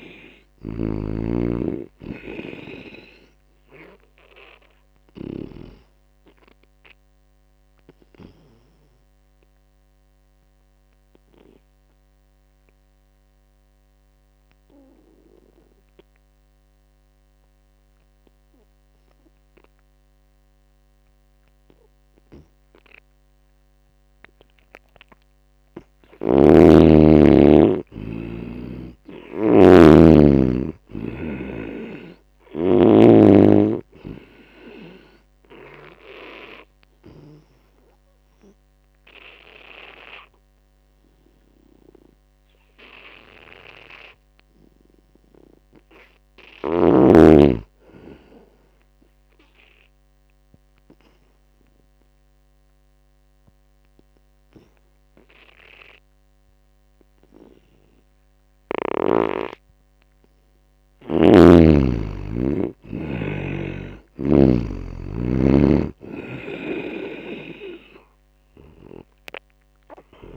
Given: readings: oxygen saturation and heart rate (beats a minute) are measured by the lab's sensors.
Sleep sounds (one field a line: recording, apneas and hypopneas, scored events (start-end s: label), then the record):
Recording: breathing in sleep by a microphone on the trachea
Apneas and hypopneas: 2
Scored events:
0.00-5.50 s: snoring (device-marked)
0.00-17.50 s: oxygen desaturation (device-marked, oxygen 80% lowest)
3.00-24.50 s: obstructive apnea (oxygen 98% before, 80% lowest)
20.50-22.50 s: long interval between heartbeats (device-marked)
23.50-25.50 s: long interval between heartbeats (device-marked)
26.00-28.00 s: long interval between heartbeats (device-marked)
26.00-30.00 s: arousal
26.00-33.00 s: snoring (device-marked)
28.50-47.50 s: oxygen desaturation (device-marked, oxygen 97% before, 82% lowest)
40.00-42.00 s: long interval between heartbeats (device-marked)
46.00-48.00 s: long interval between heartbeats (device-marked, heart rate 31 before, 25 extreme)
50.00-61.00 s: obstructive apnea (oxygen 97% before, 79% lowest)
57.50-70.37 s: oxygen desaturation (device-marked, oxygen 96% before, 81% lowest)
60.50-62.50 s: long interval between heartbeats (device-marked)
63.50-67.00 s: arousal
From the record:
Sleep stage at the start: N2 (light sleep)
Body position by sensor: on the back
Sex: male